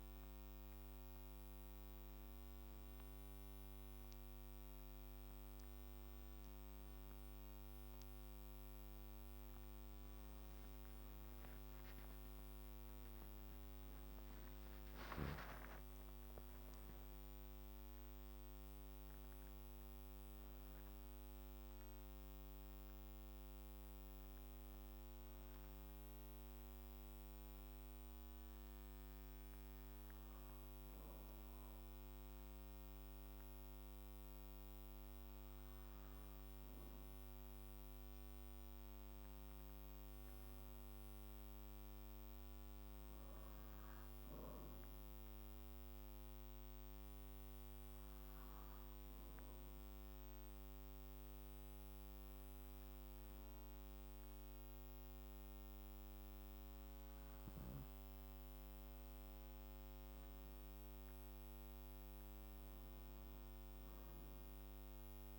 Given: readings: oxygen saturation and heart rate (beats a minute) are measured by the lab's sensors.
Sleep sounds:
a person partly awake in a sleep study, hard to hear, by a microphone on the trachea; 1
30.00-65.39 s: new sleep stage, N2 (light sleep)
45.50-57.50 s: obstructive apnea (oxygen 99% before, 93% lowest, heart rate 61 before, 60 extreme, up 3 after)
61.00-65.39 s: arousal
From the record:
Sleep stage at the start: awake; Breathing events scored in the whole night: 329 in 3.8 hours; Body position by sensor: on the back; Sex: male

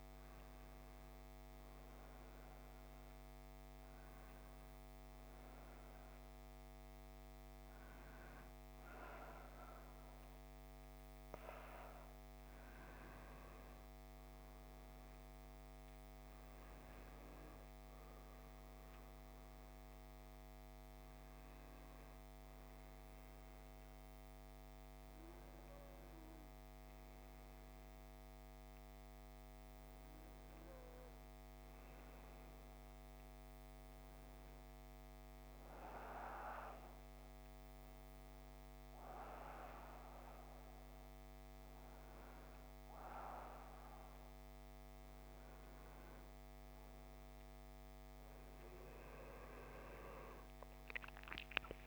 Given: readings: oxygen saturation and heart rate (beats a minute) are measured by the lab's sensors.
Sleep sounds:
breathing in sleep by a microphone on the trachea; 1
23.00-36.00 s: oxygen desaturation (device-marked, oxygen 96% before, 92% lowest, heart rate 61 before, 54 extreme)
28.00-31.50 s: arousal
34.00-46.50 s: hypopnea (oxygen 96% before, 92% lowest)
From the record:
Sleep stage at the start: N1 (lightest sleep); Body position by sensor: on the back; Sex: male

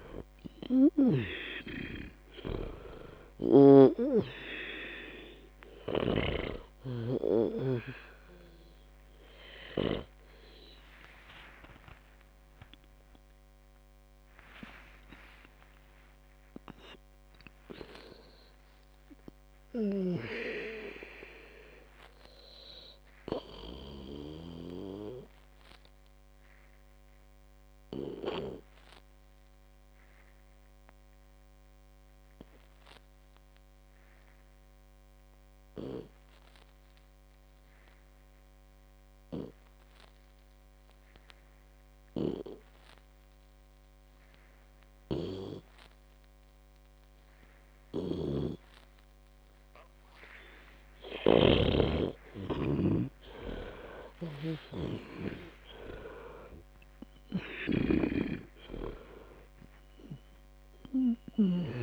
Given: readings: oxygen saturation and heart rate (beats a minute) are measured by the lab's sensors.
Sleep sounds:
breathing in sleep by a microphone on the trachea; 1
0.00-10.50 s: snoring (device-marked)
0.00-18.50 s: oxygen desaturation (device-marked, oxygen 92% lowest, heart rate 58 extreme)
19.00-23.00 s: arousal
25.50-51.50 s: obstructive apnea (oxygen 98% before, 91% lowest, heart rate 105 before, 55 extreme, up 55 after)
48.50-61.83 s: snoring (device-marked)
50.50-61.83 s: oxygen desaturation (device-marked, oxygen 98% before, 91% lowest, heart rate 60 before, 55 extreme)
53.00-58.00 s: arousal
From the record:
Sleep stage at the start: N2 (light sleep); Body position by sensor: on the back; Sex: female

